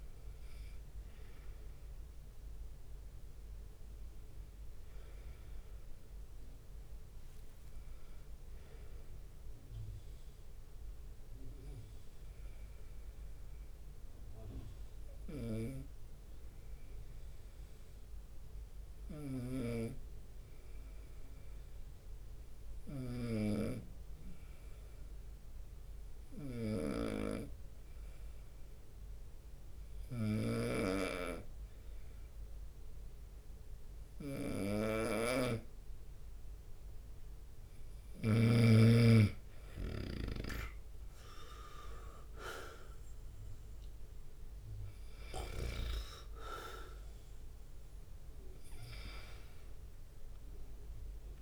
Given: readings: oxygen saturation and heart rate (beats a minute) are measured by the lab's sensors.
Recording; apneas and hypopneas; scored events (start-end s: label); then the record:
breathing in sleep by a room microphone; 1
0.00-7.00 s: oxygen desaturation (device-marked, oxygen 90% lowest)
2.50-5.00 s: leg movement (device-marked)
5.00-51.42 s: bradycardia (device-marked)
10.00-16.00 s: drop in pulse transit time (device-marked)
12.00-14.00 s: long interval between heartbeats (device-marked)
12.00-36.50 s: obstructive apnea (oxygen 97% before, 90% lowest)
16.00-39.00 s: snoring (device-marked)
26.50-27.50 s: leg movement (device-marked)
26.50-28.50 s: long interval between heartbeats (device-marked)
29.00-51.42 s: oxygen desaturation (device-marked, oxygen 97% before, 90% lowest)
31.00-40.00 s: drop in pulse transit time (device-marked)
34.00-44.00 s: leg movement (device-marked)
39.50-43.50 s: arousal
43.00-45.00 s: long interval between heartbeats (device-marked)
46.00-48.00 s: leg movement (device-marked)
46.00-48.00 s: long interval between heartbeats (device-marked)
46.00-51.42 s: snoring (device-marked)
49.00-51.42 s: leg movement (device-marked)
49.50-51.42 s: long interval between heartbeats (device-marked)
From the record:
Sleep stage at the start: N2 (light sleep); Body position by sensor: on the right side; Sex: male